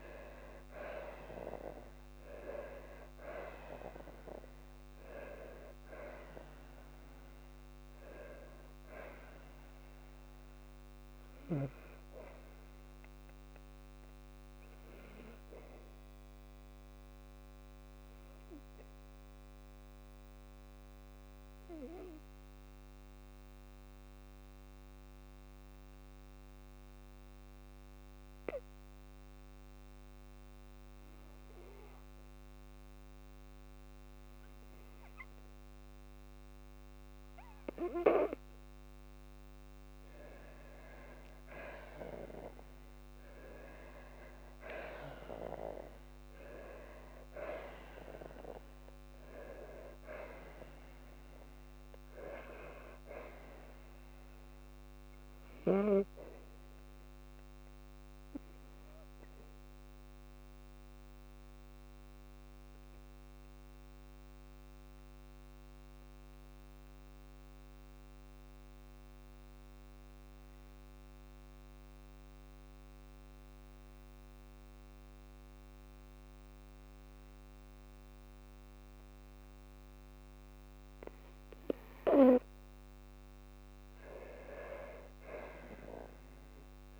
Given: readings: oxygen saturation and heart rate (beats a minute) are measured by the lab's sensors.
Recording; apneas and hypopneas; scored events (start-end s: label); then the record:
breathing in sleep by a microphone on the trachea; 2
17.00-36.50 s: obstructive apnea (oxygen 98% before, 92% lowest, heart rate 58 before, 53 extreme, up 5 after)
23.00-39.00 s: oxygen desaturation (device-marked, oxygen 97% before, 92% lowest, heart rate 57 before, 53 extreme)
40.50-45.00 s: arousal
61.50-81.50 s: obstructive apnea (oxygen 98% before, 92% lowest, heart rate 57 before, 53 extreme, up 5 after)
66.00-79.00 s: oxygen desaturation (device-marked, oxygen 98% before, 94% lowest, heart rate 56 before, 53 extreme)
83.50-87.00 s: arousal
From the record:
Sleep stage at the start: N2 (light sleep); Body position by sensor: on the back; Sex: female